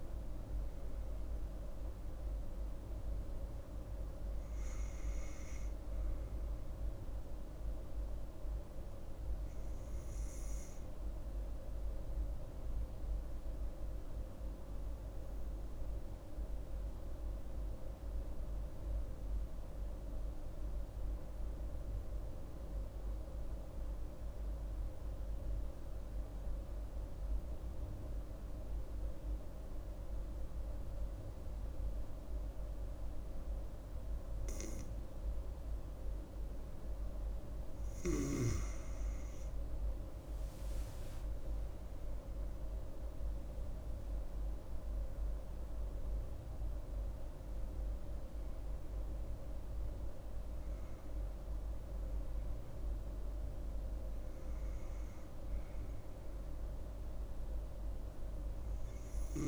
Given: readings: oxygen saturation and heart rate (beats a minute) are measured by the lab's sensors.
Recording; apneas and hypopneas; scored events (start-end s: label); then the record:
breathing in sleep, hard to hear, by a room microphone; 1
0.00-11.00 s: oxygen desaturation (device-marked, oxygen 91% lowest)
12.50-36.00 s: obstructive apnea (oxygen 97% before, 91% lowest)
31.00-59.48 s: oxygen desaturation (device-marked, oxygen 98% before, 91% lowest)
39.50-44.00 s: arousal
From the record:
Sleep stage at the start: N2 (light sleep); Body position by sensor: on the right side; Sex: female